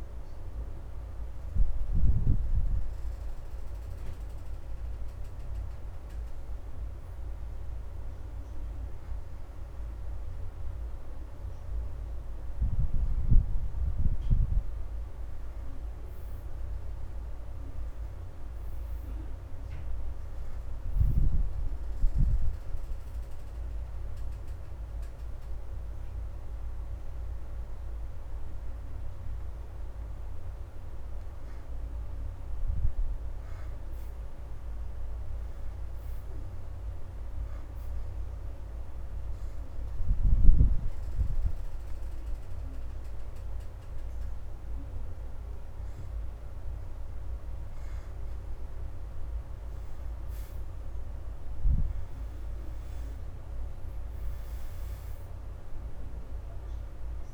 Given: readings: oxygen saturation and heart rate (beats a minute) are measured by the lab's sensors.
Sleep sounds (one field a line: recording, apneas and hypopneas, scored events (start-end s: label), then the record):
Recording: breathing in sleep, hard to hear, by a room microphone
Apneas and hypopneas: 2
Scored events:
5.50-16.00 s: hypopnea (oxygen 85% before, 65% lowest, heart rate 81 before, 79 extreme, up 9 after)
11.50-35.50 s: oxygen desaturation (device-marked, oxygen 86% before, 75% lowest, heart rate 81 before, 79 extreme)
18.00-22.00 s: arousal
25.50-55.50 s: new sleep stage, N2 (light sleep)
38.50-48.50 s: obstructive apnea (oxygen 86% before, 65% lowest, heart rate 84 before, 75 extreme, up 2 after)
40.50-52.50 s: oxygen desaturation (device-marked, oxygen 86% before, 73% lowest, heart rate 84 before, 75 extreme)
51.00-54.50 s: arousal
55.50-57.33 s: new sleep stage, N1 (lightest sleep)
From the record:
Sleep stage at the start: N1 (lightest sleep)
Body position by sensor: on the back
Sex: female